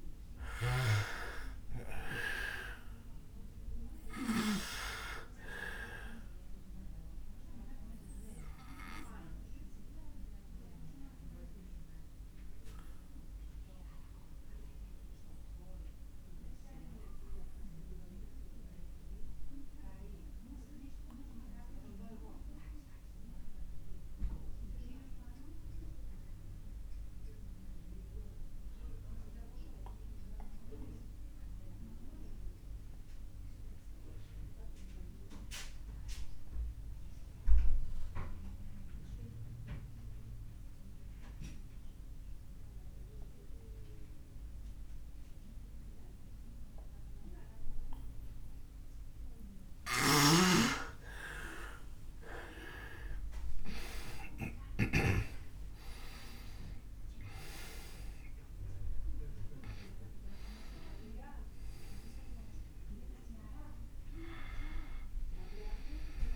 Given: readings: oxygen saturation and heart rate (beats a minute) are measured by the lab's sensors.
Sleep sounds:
breathing in sleep by a room microphone; 1
0.00-25.00 s: oxygen desaturation (device-marked, oxygen 89% lowest)
6.50-48.50 s: obstructive apnea (oxygen 99% before, 83% lowest)
44.00-66.36 s: oxygen desaturation (device-marked, oxygen 98% before, 83% lowest)
54.50-58.50 s: arousal
From the record:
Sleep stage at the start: N2 (light sleep); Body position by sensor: on the back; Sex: male

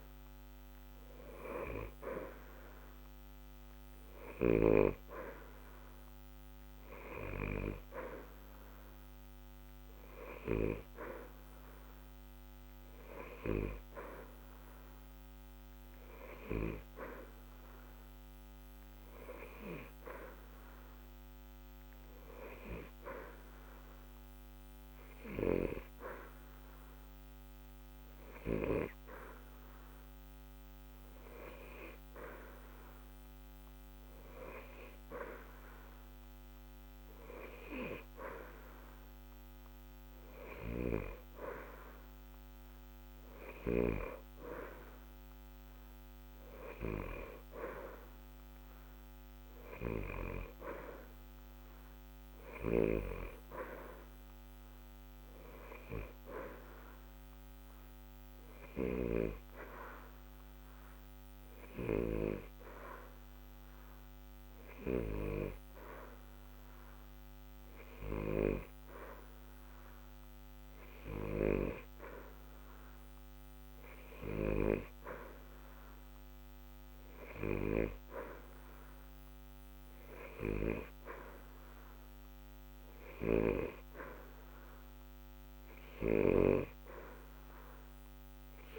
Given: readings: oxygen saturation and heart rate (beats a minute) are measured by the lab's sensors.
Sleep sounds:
breathing in sleep by a microphone on the trachea; none
none scored
From the record:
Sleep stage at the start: N2 (light sleep); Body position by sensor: on the back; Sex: male

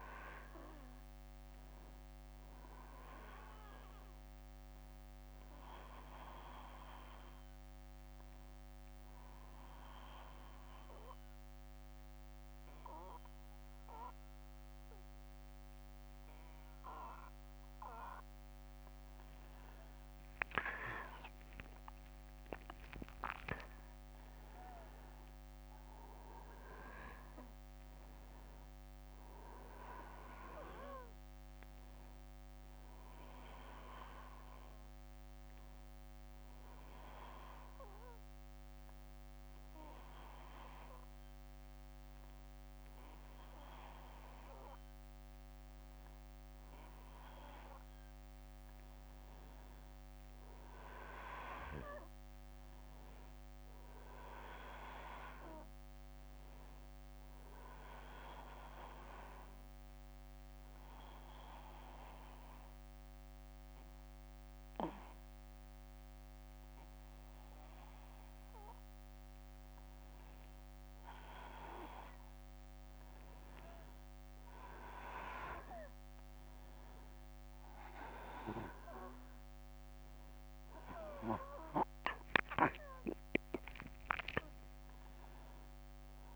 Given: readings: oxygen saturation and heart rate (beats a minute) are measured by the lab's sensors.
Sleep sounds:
breathing in sleep by a microphone on the trachea; 3
0.00-14.50 s: oxygen desaturation (device-marked, oxygen 93% lowest, heart rate 60 extreme)
4.50-17.00 s: obstructive apnea (oxygen 96% before, 93% lowest, heart rate 64 before, 60 extreme, up 11 after)
21.00-25.50 s: arousal
32.00-44.50 s: hypopnea (oxygen 97% before, 94% lowest, heart rate 66 before, 61 extreme, up 2 after)
47.50-51.00 s: arousal
57.50-69.00 s: obstructive apnea (oxygen 97% before, 94% lowest, heart rate 65 before, 60 extreme, up 4 after)
From the record:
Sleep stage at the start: N1 (lightest sleep); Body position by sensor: on the back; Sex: male

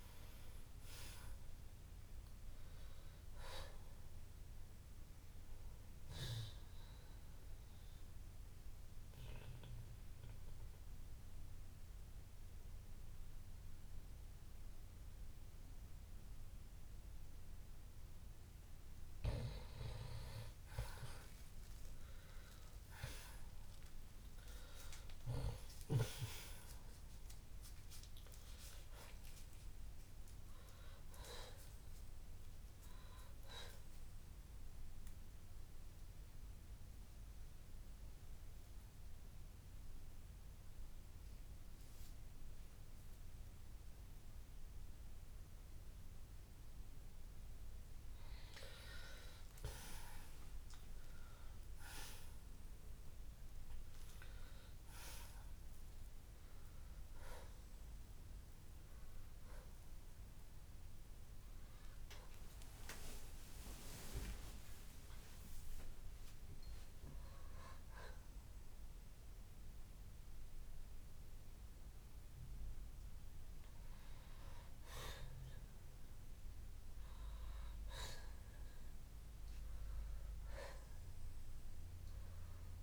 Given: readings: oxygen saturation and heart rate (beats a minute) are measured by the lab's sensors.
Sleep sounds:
breathing in sleep by a room microphone; 2
7.00-19.00 s: central apnea (oxygen 95% before, 83% lowest, heart rate 56 before, 53 extreme, up 7 after)
10.50-27.50 s: oxygen desaturation (device-marked, oxygen 95% before, 84% lowest, heart rate 57 before, 53 extreme)
23.50-29.50 s: arousal
35.50-47.50 s: mixed apnea (oxygen 94% before, 83% lowest, heart rate 57 before, 53 extreme, up 10 after)
41.50-55.50 s: oxygen desaturation (device-marked, oxygen 94% before, 85% lowest, heart rate 59 before, 53 extreme)
50.50-55.50 s: arousal
66.50-80.50 s: oxygen desaturation (device-marked, oxygen 96% before, 83% lowest, heart rate 66 before, 57 extreme)
79.00-82.83 s: arousal
From the record:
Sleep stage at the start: N2 (light sleep); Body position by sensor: on the left side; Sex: male

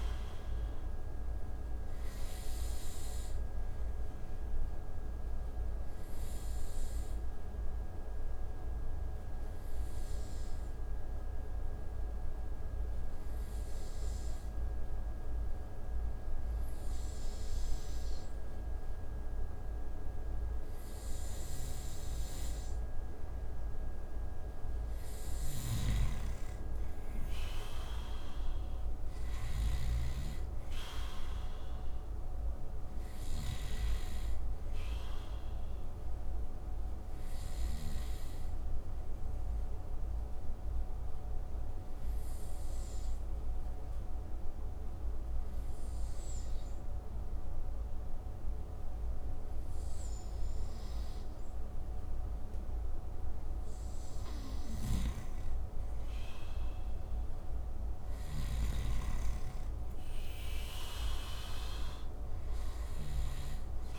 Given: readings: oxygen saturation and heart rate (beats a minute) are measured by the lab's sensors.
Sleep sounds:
breathing in sleep, hard to hear, by a room microphone; 2
0.00-17.50 s: oxygen desaturation (device-marked, oxygen 90% lowest)
0.50-20.50 s: obstructive apnea (oxygen 95% before, 90% lowest)
22.50-26.00 s: arousal
24.50-37.50 s: snoring (device-marked)
28.50-48.50 s: oxygen desaturation (device-marked, oxygen 95% before, 90% lowest)
37.00-52.00 s: obstructive apnea (oxygen 95% before, 90% lowest)
53.50-58.50 s: arousal
54.00-63.99 s: snoring (device-marked)
62.50-63.99 s: oxygen desaturation (device-marked, oxygen 95% before, 90% lowest)
From the record:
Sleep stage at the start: N2 (light sleep); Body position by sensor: on the right side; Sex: male

